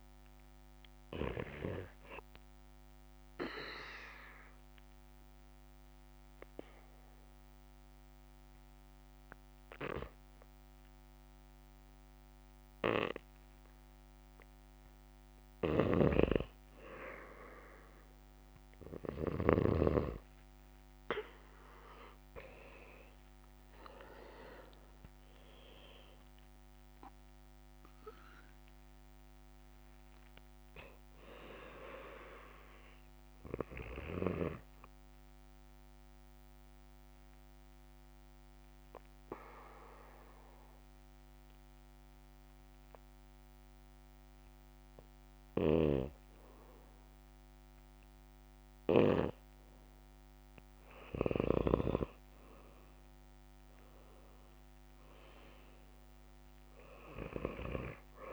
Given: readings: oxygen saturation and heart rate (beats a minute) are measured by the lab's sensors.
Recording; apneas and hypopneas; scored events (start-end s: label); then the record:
breathing in sleep by a microphone on the trachea; 2
1.50-16.50 s: obstructive apnea (oxygen 96% before, 89% lowest, heart rate 66 before, 61 extreme, up 3 after)
16.00-20.00 s: snoring (device-marked)
21.50-25.50 s: arousal
27.50-44.50 s: oxygen desaturation (device-marked, oxygen 95% before, 89% lowest, heart rate 69 before, 61 extreme)
36.00-47.00 s: obstructive apnea (oxygen 95% before, 90% lowest, heart rate 69 before, 63 extreme, up 10 after)
50.50-53.50 s: arousal
56.50-58.33 s: oxygen desaturation (device-marked, oxygen 96% before, 90% lowest, heart rate 68 before, 63 extreme)
From the record:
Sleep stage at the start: N2 (light sleep); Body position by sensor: on the back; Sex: male